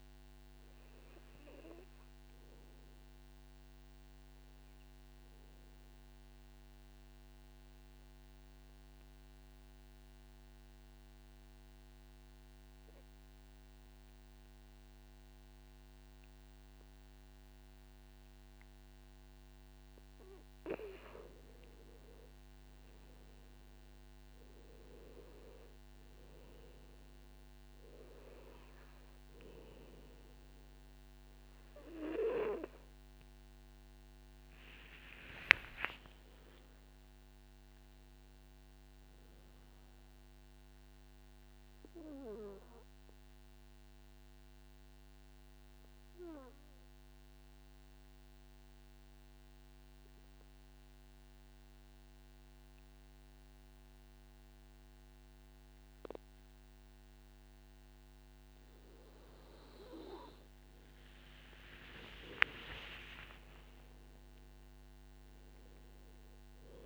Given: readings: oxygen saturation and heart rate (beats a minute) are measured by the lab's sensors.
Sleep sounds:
breathing in sleep by a microphone on the trachea; 2
0.00-17.00 s: oxygen desaturation (device-marked, oxygen 94% lowest, heart rate 55 extreme)
2.50-21.00 s: obstructive apnea (oxygen 99% before, 89% lowest, heart rate 60 before, 54 extreme, up 7 after)
23.00-26.00 s: arousal
23.00-57.00 s: oxygen desaturation (device-marked, oxygen 99% before, 89% lowest, heart rate 59 before, 51 extreme)
41.00-58.00 s: obstructive apnea (oxygen 99% before, 89% lowest, heart rate 62 before, 51 extreme, up 28 after)
61.50-65.50 s: arousal
63.00-65.00 s: long interval between heartbeats (device-marked, heart rate 55 before, 79 extreme)
From the record:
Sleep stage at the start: N2 (light sleep); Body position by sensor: on the back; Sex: male

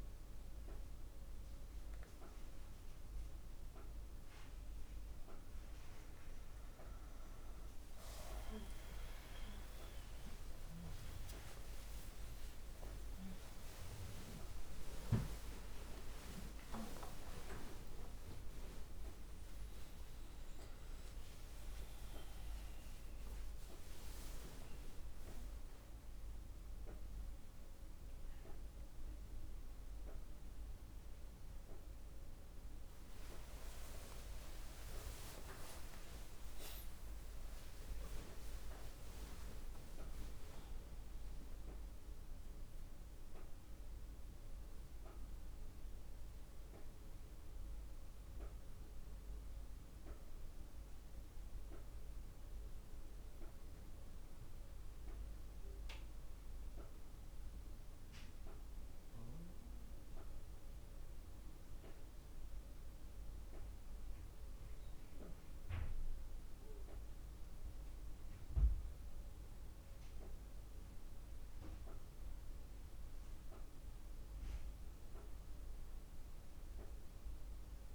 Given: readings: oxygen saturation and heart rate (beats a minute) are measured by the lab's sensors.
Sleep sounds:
a person partly awake in a sleep study, by a room microphone; 1
7.50-37.50 s: new sleep stage, awake
9.00-11.00 s: long interval between heartbeats (device-marked, heart rate 52 before, 78 extreme)
9.50-14.50 s: drop in pulse transit time (device-marked, heart rate 53 before, 87 extreme)
11.50-13.50 s: long interval between heartbeats (device-marked, heart rate 57 before, 104 extreme)
14.00-16.00 s: long interval between heartbeats (device-marked, heart rate 63 before, 104 extreme)
16.50-18.50 s: long interval between heartbeats (device-marked, heart rate 71 before, 122 extreme)
18.50-29.50 s: drop in pulse transit time (device-marked, heart rate 78 before, 86 extreme)
23.50-25.50 s: long interval between heartbeats (device-marked, heart rate 92 before, 88 extreme)
34.50-36.50 s: long interval between heartbeats (device-marked, heart rate 94 before, 106 extreme)
37.50-67.50 s: new sleep stage, N1 (lightest sleep)
38.50-46.50 s: drop in pulse transit time (device-marked, heart rate 93 before, 79 extreme)
40.00-42.00 s: long interval between heartbeats (device-marked, heart rate 94 before, 127 extreme)
56.00-67.00 s: central apnea (oxygen 100% before, 96% lowest, heart rate 89 before, 49 extreme, up 4 after)
67.50-72.00 s: arousal
67.50-77.95 s: new sleep stage, N2 (light sleep)
From the record:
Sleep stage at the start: N2 (light sleep); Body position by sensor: on the back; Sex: female

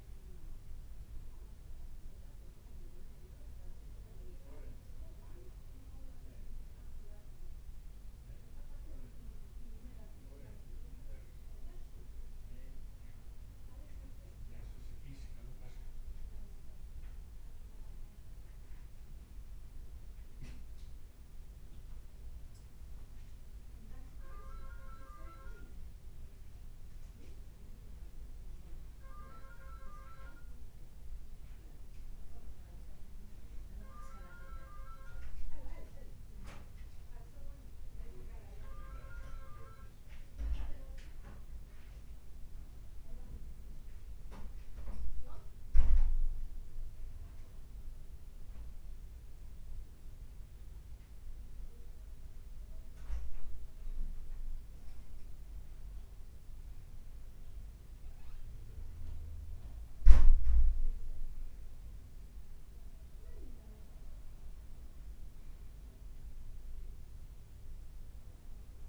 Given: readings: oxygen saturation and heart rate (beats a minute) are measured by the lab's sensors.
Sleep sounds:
breathing in sleep by a room microphone; 1
28.50-31.50 s: leg movement (device-marked)
38.50-42.50 s: arousal
45.50-56.00 s: obstructive apnea (oxygen 96% before, 93% lowest, heart rate 58 before, 55 extreme, up 1 after)
53.50-55.50 s: leg movement (device-marked)
59.50-64.00 s: arousal
From the record:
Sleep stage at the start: N2 (light sleep); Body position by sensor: on the right side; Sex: male

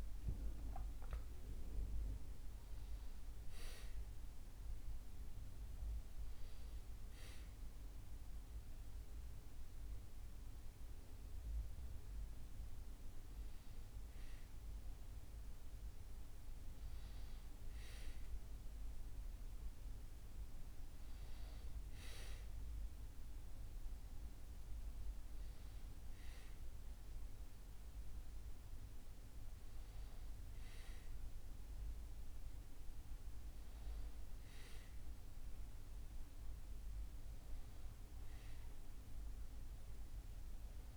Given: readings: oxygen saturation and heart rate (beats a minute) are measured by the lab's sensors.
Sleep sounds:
a person awake in a sleep study, hard to hear, by a room microphone; none
none scored
From the record:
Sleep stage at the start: awake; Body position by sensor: on the back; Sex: male

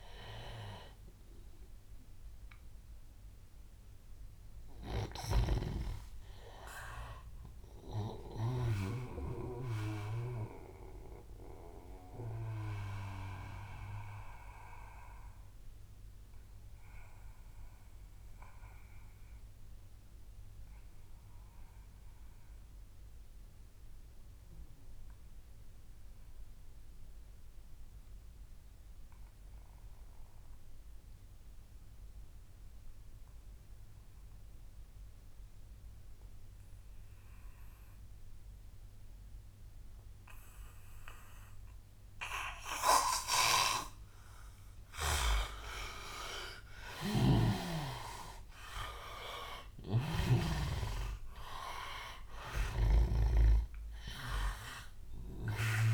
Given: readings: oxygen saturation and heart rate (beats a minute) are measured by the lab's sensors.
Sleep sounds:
breathing in sleep by a room microphone; 1
0.00-18.00 s: oxygen desaturation (device-marked, oxygen 86% lowest, heart rate 77 extreme)
8.50-43.50 s: obstructive apnea (oxygen 98% before, 85% lowest, heart rate 89 before, 77 extreme, up 12 after)
37.00-55.94 s: oxygen desaturation (device-marked, oxygen 98% before, 85% lowest, heart rate 80 before, 75 extreme)
46.00-48.50 s: arousal
From the record:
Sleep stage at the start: N2 (light sleep); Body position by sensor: on the back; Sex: male

